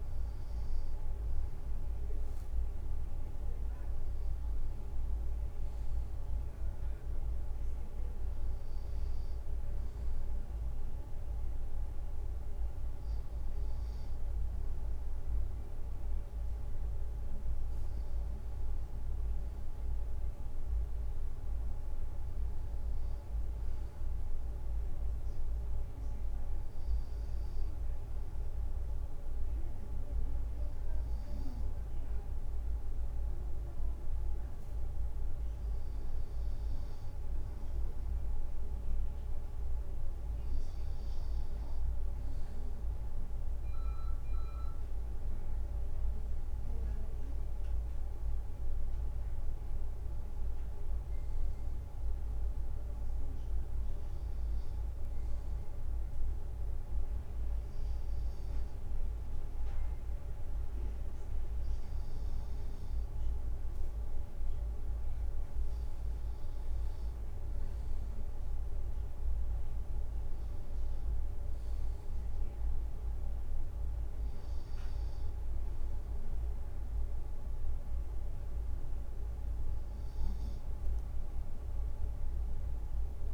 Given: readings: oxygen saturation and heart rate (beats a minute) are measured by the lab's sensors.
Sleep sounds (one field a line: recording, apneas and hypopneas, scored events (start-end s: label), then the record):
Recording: breathing in sleep, hard to hear, by a room microphone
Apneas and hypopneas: 2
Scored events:
28.00-38.00 s: obstructive apnea (oxygen 97% before, 96% lowest, heart rate 56 before, 53 extreme, up 4 after)
47.50-52.00 s: arousal
56.50-67.00 s: obstructive apnea (oxygen 97% before, 96% lowest, heart rate 56 before, 55 extreme, up 5 after)
65.00-67.00 s: leg movement (device-marked)
68.50-72.00 s: arousal
From the record:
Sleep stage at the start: N2 (light sleep)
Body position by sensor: on the right side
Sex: male